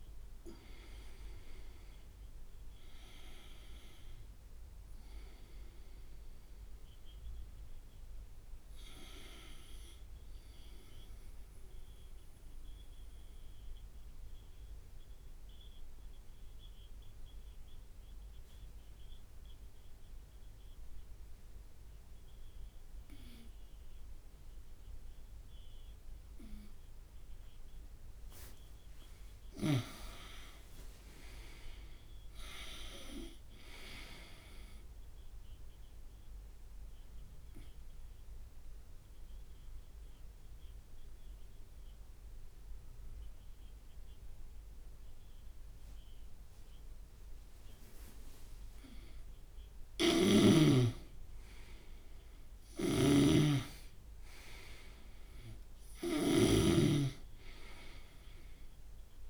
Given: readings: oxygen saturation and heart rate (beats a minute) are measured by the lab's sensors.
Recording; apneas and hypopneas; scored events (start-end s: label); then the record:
breathing in sleep by a room microphone; 2
0.00-21.50 s: oxygen desaturation (device-marked, oxygen 84% lowest)
13.00-29.00 s: obstructive apnea (oxygen 98% before, 84% lowest)
30.50-34.00 s: arousal
36.00-49.50 s: obstructive apnea (oxygen 99% before, 90% lowest)
44.50-54.50 s: oxygen desaturation (device-marked, oxygen 97% before, 92% lowest)
50.00-57.00 s: snoring (device-marked)
53.00-57.00 s: arousal
From the record:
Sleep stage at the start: N2 (light sleep); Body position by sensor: on the right side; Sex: male